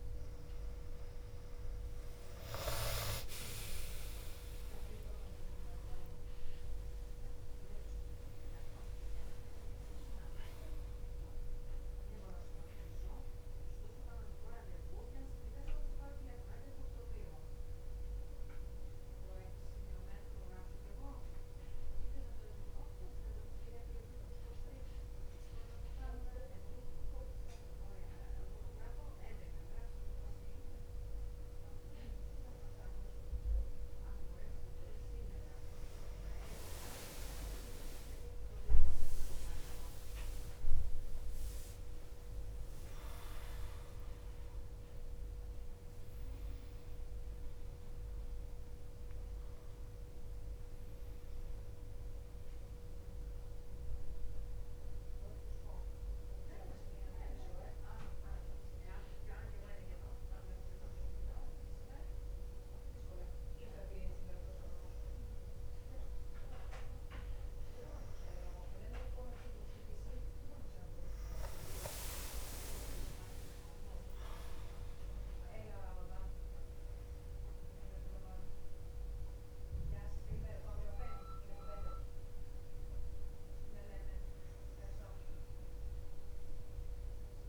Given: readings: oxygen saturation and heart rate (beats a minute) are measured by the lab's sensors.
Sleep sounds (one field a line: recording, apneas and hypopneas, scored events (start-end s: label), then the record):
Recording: breathing in sleep by a room microphone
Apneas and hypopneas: none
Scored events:
2.50-7.00 s: arousal
2.50-15.50 s: oxygen desaturation (device-marked, oxygen 98% before, 93% lowest, heart rate 60 before, 62 extreme)
6.50-18.50 s: drop in pulse transit time (device-marked, heart rate 60 before, 66 extreme)
8.50-68.50 s: new sleep stage, N1 (lightest sleep)
37.50-50.50 s: drop in pulse transit time (device-marked, heart rate 63 before, 65 extreme)
39.50-46.00 s: arousal
68.50-87.49 s: new sleep stage, N2 (light sleep)
From the record:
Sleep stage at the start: N2 (light sleep)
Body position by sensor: on the back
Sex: female